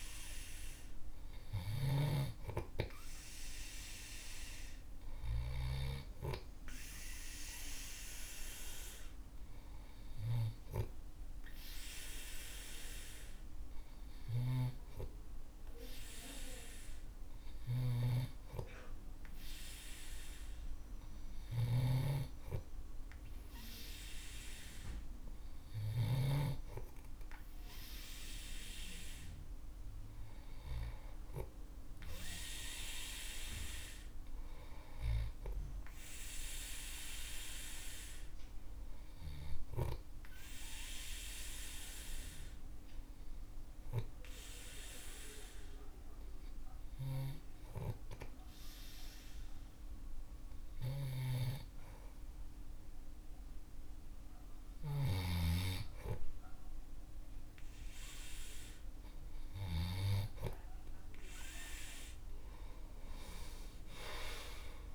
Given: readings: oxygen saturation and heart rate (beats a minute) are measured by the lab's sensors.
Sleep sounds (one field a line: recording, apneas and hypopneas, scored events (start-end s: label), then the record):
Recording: breathing in sleep by a room microphone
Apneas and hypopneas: 1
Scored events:
0.00-2.50 s: snoring (device-marked)
2.50-20.50 s: oxygen desaturation (device-marked, oxygen 96% before, 93% lowest, heart rate 55 before, 54 extreme)
18.00-26.50 s: snoring (device-marked)
40.50-53.00 s: obstructive apnea (oxygen 95% before, 94% lowest, heart rate 57 before, 48 extreme, up 1 after)
63.00-64.95 s: arousal
From the record:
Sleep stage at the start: N2 (light sleep)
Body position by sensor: on the back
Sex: male